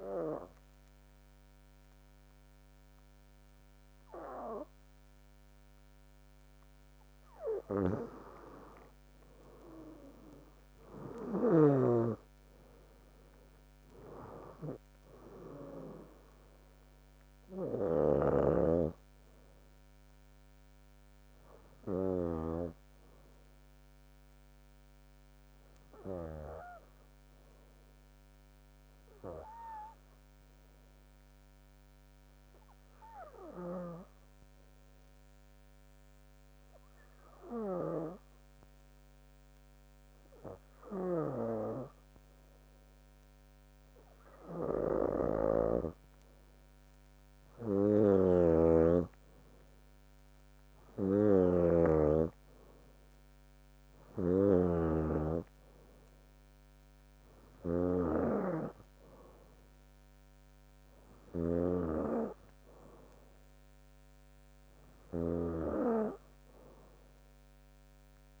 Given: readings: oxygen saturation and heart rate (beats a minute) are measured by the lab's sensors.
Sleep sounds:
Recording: breathing in sleep by a microphone on the trachea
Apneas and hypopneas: 1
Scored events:
7.50-12.00 s: snoring (device-marked)
10.00-68.40 s: new sleep stage, N2 (light sleep)
18.00-22.50 s: snoring (device-marked)
20.00-26.00 s: bradycardia (device-marked, heart rate 66 before, 57 extreme)
29.50-44.50 s: obstructive apnea (oxygen 97% before, 94% lowest, heart rate 67 before, 64 extreme, up 3 after)
41.00-68.40 s: snoring (device-marked)
47.00-50.50 s: arousal
From the record:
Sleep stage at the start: N3 (deep sleep)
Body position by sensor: on the back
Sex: female

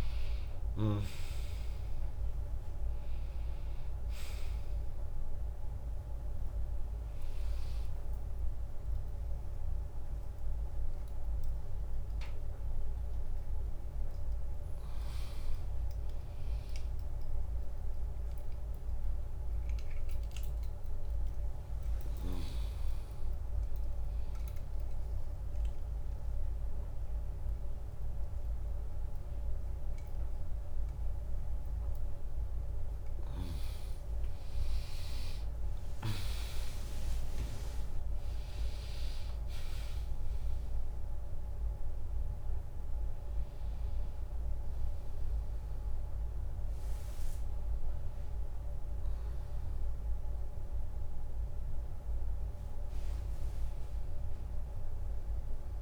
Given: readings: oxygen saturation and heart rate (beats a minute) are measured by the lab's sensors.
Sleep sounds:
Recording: breathing in sleep, hard to hear, by a room microphone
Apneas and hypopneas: none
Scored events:
0.00-17.50 s: oxygen desaturation (device-marked, oxygen 96% lowest, heart rate 87 extreme)
0.00-26.50 s: drop in pulse transit time (device-marked, heart rate 77 extreme)
33.50-38.50 s: arousal
35.50-37.50 s: long interval between heartbeats (device-marked, heart rate 89 before, 94 extreme)
From the record:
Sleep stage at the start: N1 (lightest sleep)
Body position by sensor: on the right side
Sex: female

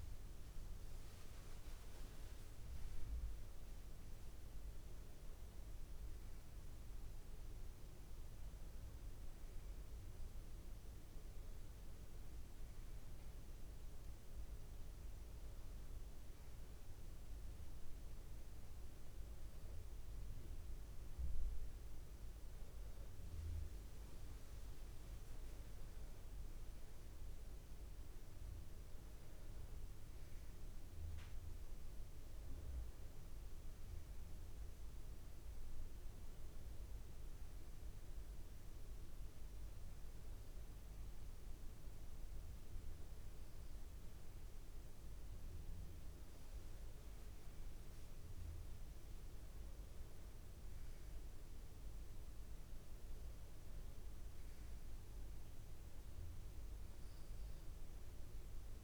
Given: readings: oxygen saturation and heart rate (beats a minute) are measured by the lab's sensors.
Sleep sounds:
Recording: breathing in sleep, hard to hear, by a room microphone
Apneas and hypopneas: none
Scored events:
21.50-58.84 s: new sleep stage, N2 (light sleep)
From the record:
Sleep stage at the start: N1 (lightest sleep)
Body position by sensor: on the back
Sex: male

